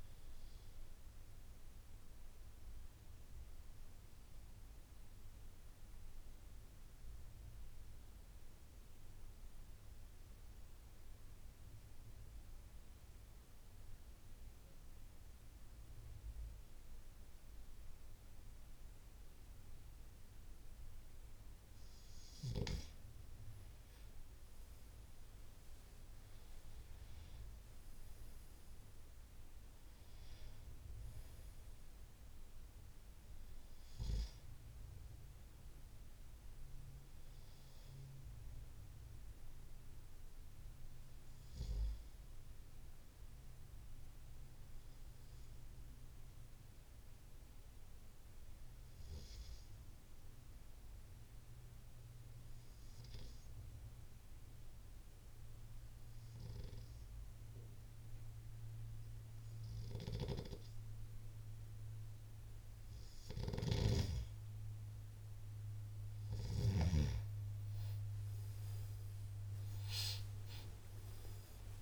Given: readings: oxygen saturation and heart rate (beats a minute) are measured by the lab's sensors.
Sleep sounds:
breathing in sleep by a room microphone; 2
0.00-16.00 s: oxygen desaturation (device-marked, oxygen 91% lowest, heart rate 62 extreme)
1.00-22.50 s: obstructive apnea (oxygen 97% before, 91% lowest, heart rate 82 before, 62 extreme, up 16 after)
24.00-28.00 s: arousal
27.00-50.00 s: oxygen desaturation (device-marked, oxygen 98% before, 92% lowest, heart rate 68 before, 69 extreme)
44.00-62.50 s: obstructive apnea (oxygen 98% before, 91% lowest, heart rate 76 before, 64 extreme, up 8 after)
63.00-71.82 s: oxygen desaturation (device-marked, oxygen 97% before, 91% lowest, heart rate 73 before, 63 extreme)
68.50-71.82 s: arousal
From the record:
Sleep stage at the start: N2 (light sleep); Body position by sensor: on the left side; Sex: male

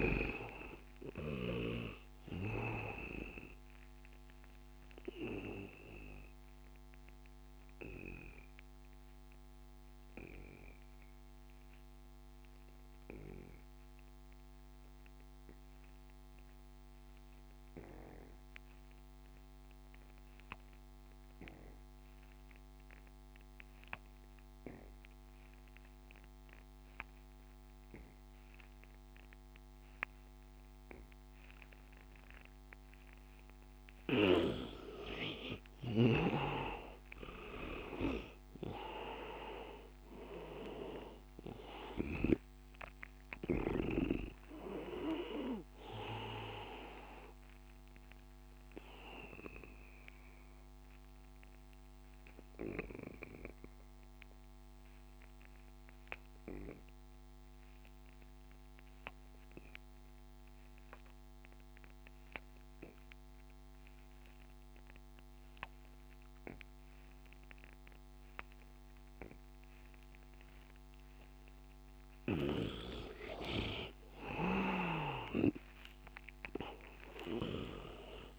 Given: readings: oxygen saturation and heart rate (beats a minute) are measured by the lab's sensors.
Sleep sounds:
breathing in sleep by a microphone on the trachea; 2
0.00-2.00 s: snoring (device-marked)
0.00-15.00 s: oxygen desaturation (device-marked, oxygen 81% lowest, heart rate 83 extreme)
3.00-34.00 s: obstructive apnea (oxygen 99% before, 79% lowest, heart rate 89 before, 83 extreme, up 6 after)
25.00-58.00 s: oxygen desaturation (device-marked, oxygen 99% before, 79% lowest, heart rate 88 before, 86 extreme)
36.50-41.00 s: arousal
49.00-72.00 s: obstructive apnea (oxygen 99% before, 77% lowest, heart rate 89 before, 85 extreme, up 8 after)
67.00-78.39 s: oxygen desaturation (device-marked, oxygen 99% before, 82% lowest, heart rate 90 before, 76 extreme)
73.50-77.00 s: arousal
74.50-78.39 s: snoring (device-marked)
From the record:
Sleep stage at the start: N2 (light sleep); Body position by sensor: on the back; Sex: male

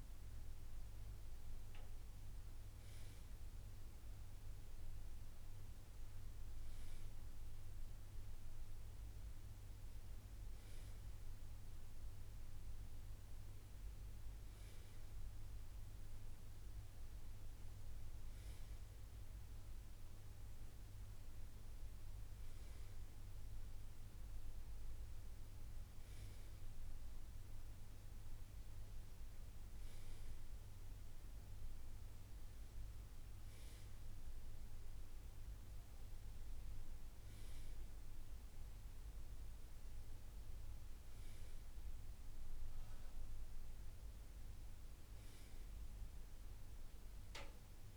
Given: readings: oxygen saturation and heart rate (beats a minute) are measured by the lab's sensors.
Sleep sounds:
breathing in sleep, hard to hear, by a room microphone; none
none scored
From the record:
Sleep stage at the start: N2 (light sleep); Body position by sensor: on the right side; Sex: male

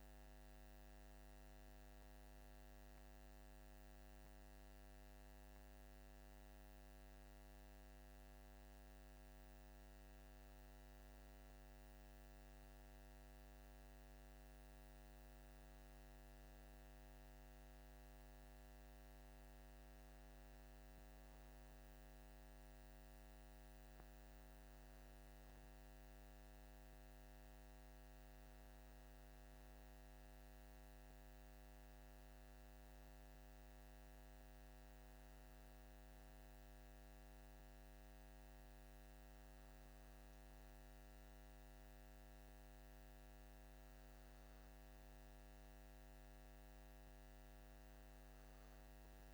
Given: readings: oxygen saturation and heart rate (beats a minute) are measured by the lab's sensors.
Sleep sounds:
breathing in sleep, hard to hear, by a microphone on the trachea; none
none scored
From the record:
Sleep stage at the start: N2 (light sleep); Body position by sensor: on the back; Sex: male

